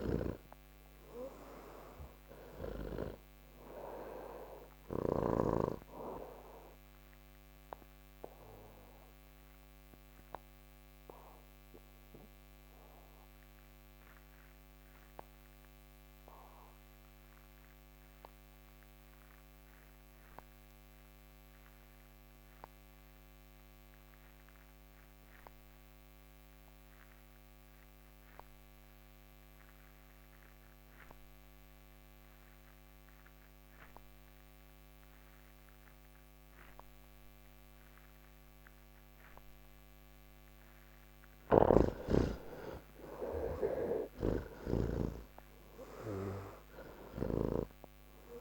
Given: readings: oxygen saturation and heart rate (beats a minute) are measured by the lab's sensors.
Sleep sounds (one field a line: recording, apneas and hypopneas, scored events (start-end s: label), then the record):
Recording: breathing in sleep by a microphone on the trachea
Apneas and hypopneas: 1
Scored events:
0.00-21.50 s: oxygen desaturation (device-marked, oxygen 66% lowest, heart rate 57 extreme)
6.50-40.50 s: obstructive apnea (oxygen 86% before, 66% lowest, heart rate 120 before, 83 extreme)
26.50-48.41 s: oxygen desaturation (device-marked, oxygen 98% before, 69% lowest, heart rate 137 before, 55 extreme)
44.00-47.50 s: snoring (device-marked)
From the record:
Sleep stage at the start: N1 (lightest sleep)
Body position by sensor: on the back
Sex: male